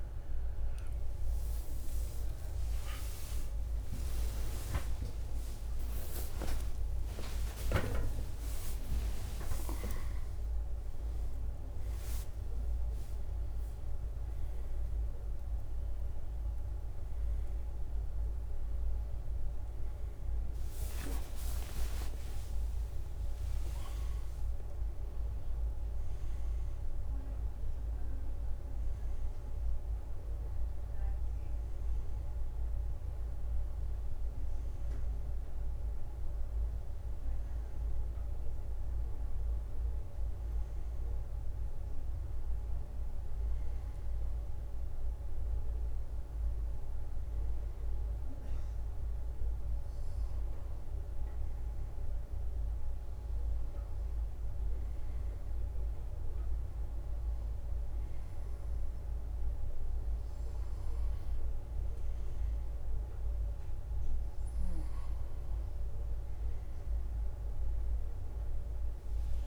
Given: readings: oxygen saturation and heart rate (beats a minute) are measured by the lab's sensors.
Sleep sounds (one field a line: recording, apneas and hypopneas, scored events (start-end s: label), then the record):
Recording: a person partly awake in a sleep study, by a room microphone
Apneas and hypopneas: none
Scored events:
1.50-11.00 s: leg movement (device-marked)
3.00-10.00 s: tachycardia (device-marked, heart rate 69 before, 130 extreme)
4.00-21.00 s: drop in pulse transit time (device-marked, heart rate 71 before, 77 extreme)
5.50-7.50 s: long interval between heartbeats (device-marked, heart rate 71 before, 88 extreme)
7.50-9.50 s: long interval between heartbeats (device-marked, heart rate 74 before, 126 extreme)
11.50-17.00 s: leg movement (device-marked)
19.00-25.00 s: tachycardia (device-marked, heart rate 71 before, 110 extreme)
20.00-25.00 s: leg movement (device-marked)
20.00-69.47 s: new sleep stage, N1 (lightest sleep)
22.50-24.50 s: long interval between heartbeats (device-marked, heart rate 96 before, 107 extreme)
From the record:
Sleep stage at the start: awake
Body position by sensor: on the right side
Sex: male